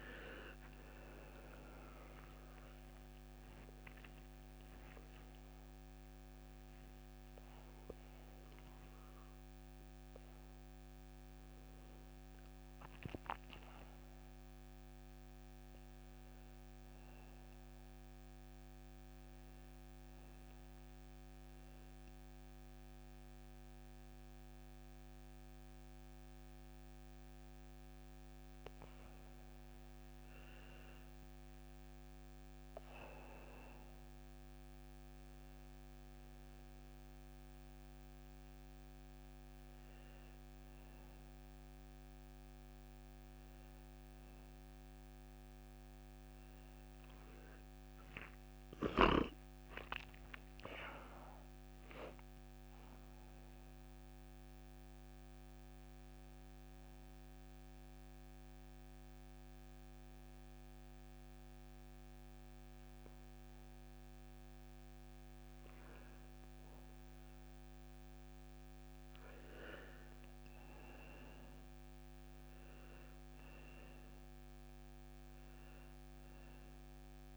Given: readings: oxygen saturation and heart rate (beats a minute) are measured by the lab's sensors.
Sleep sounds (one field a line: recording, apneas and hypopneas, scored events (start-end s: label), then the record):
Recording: a person partly awake in a sleep study, hard to hear, by a microphone on the trachea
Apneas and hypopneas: 1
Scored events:
0.50-77.37 s: new sleep stage, N1 (lightest sleep)
47.50-52.00 s: arousal
55.50-66.00 s: obstructive apnea (oxygen 98% before, 89% lowest)
69.50-77.37 s: oxygen desaturation (device-marked, oxygen 95% before, 92% lowest)
71.00-76.00 s: arousal
From the record:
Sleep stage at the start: awake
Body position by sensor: on the back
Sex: male